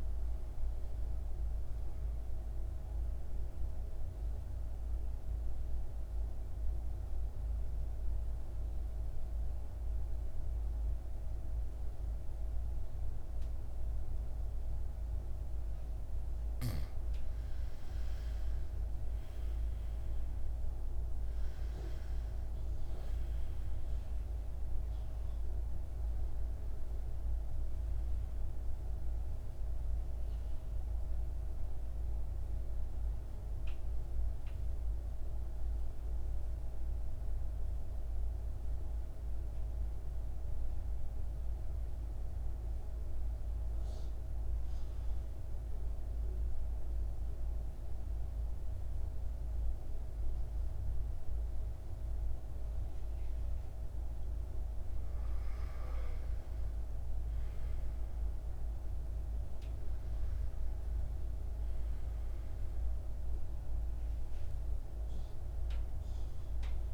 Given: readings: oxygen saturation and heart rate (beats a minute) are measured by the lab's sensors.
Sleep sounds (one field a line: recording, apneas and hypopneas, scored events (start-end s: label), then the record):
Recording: breathing in sleep, hard to hear, by a room microphone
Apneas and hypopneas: 2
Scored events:
0.00-9.00 s: oxygen desaturation (device-marked, oxygen 90% lowest, heart rate 58 extreme)
2.00-16.50 s: central apnea (oxygen 98% before, 90% lowest, heart rate 59 before, 54 extreme, up 7 after)
18.50-22.50 s: arousal
25.00-45.00 s: oxygen desaturation (device-marked, oxygen 97% before, 91% lowest, heart rate 62 before, 54 extreme)
28.50-54.00 s: obstructive apnea (oxygen 98% before, 88% lowest, heart rate 62 before, 54 extreme, up 7 after)
54.00-66.94 s: oxygen desaturation (device-marked, oxygen 99% before, 91% lowest, heart rate 57 before, 54 extreme)
56.50-61.50 s: arousal
From the record:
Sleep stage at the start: N2 (light sleep)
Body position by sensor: on the back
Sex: male